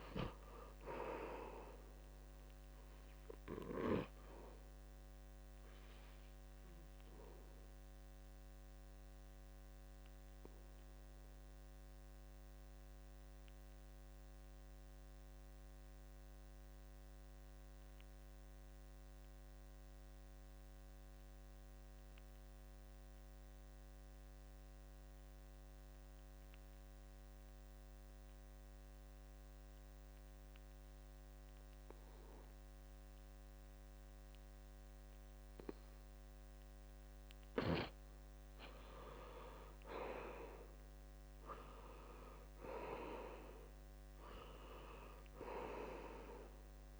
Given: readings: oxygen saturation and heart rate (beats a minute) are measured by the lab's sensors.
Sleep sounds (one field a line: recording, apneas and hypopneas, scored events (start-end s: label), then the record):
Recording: breathing in sleep by a microphone on the trachea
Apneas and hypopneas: 1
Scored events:
0.00-25.50 s: oxygen desaturation (device-marked, oxygen 80% lowest, heart rate 65 extreme)
7.50-38.50 s: obstructive apnea (oxygen 96% before, 79% lowest, heart rate 71 before, 65 extreme, up 6 after)
18.00-20.00 s: long interval between heartbeats (device-marked, heart rate 71 before, 70 extreme)
24.50-26.50 s: long interval between heartbeats (device-marked, heart rate 69 before, 66 extreme)
37.50-47.00 s: oxygen desaturation (device-marked, oxygen 97% before, 79% lowest, heart rate 70 before, 66 extreme)
41.50-45.00 s: arousal
From the record:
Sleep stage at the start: N2 (light sleep)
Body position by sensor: on the back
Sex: male